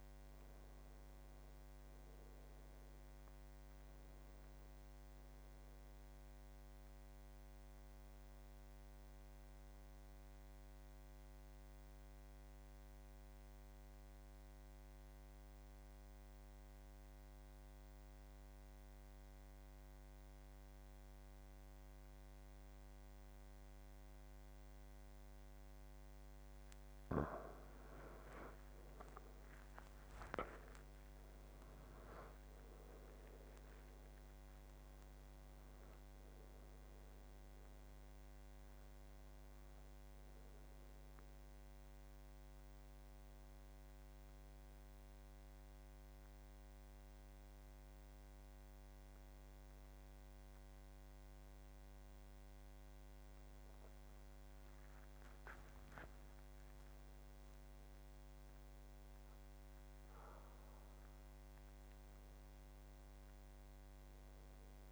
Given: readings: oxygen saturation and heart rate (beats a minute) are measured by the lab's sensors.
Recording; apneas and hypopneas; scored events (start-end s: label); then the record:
a person partly awake in a sleep study, hard to hear, by a microphone on the trachea; 1
0.00-17.00 s: oxygen desaturation (device-marked, oxygen 87% lowest, heart rate 73 extreme)
8.00-26.50 s: mixed apnea (oxygen 96% before, 87% lowest, heart rate 82 before, 74 extreme, up 15 after)
27.00-53.00 s: oxygen desaturation (device-marked, oxygen 96% before, 87% lowest, heart rate 77 before, 80 extreme)
34.00-64.00 s: new sleep stage, awake
64.00-64.92 s: new sleep stage, N1 (lightest sleep)
From the record:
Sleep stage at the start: N2 (light sleep); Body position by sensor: on the back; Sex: male